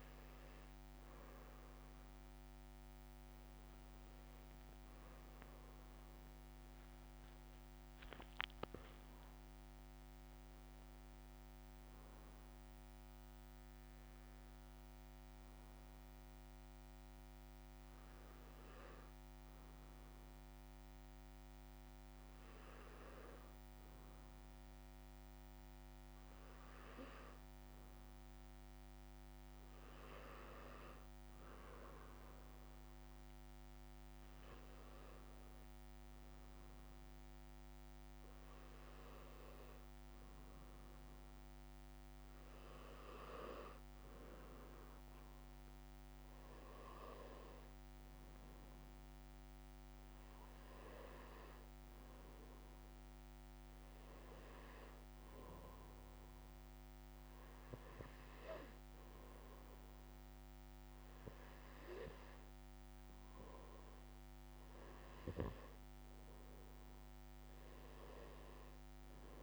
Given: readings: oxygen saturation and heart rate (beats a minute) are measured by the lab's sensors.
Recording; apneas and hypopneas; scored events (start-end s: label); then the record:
breathing in sleep by a microphone on the trachea; 1
53.50-64.50 s: hypopnea (oxygen 93% before, 91% lowest, heart rate 66 before, 69 extreme, up 1 after)
From the record:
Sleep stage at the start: N2 (light sleep); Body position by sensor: on the back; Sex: male